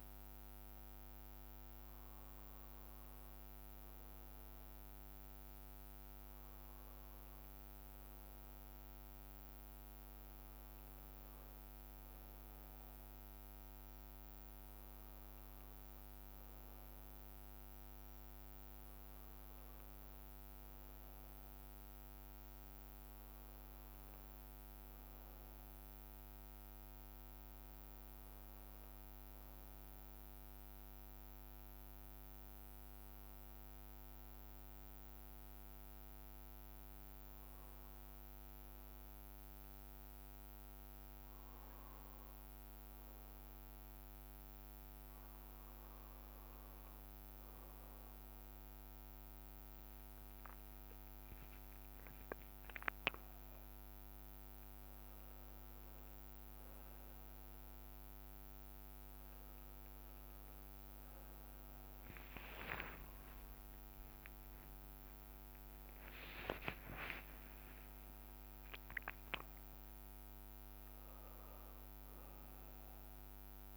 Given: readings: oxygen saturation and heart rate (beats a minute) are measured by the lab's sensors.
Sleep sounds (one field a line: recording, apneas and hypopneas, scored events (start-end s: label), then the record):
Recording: breathing in sleep, hard to hear, by a microphone on the trachea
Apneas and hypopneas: 1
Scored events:
22.50-26.50 s: arousal
30.00-46.00 s: obstructive apnea (oxygen 94% before, 92% lowest)
63.00-67.50 s: arousal
From the record:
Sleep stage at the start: N1 (lightest sleep)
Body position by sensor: on the right side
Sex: male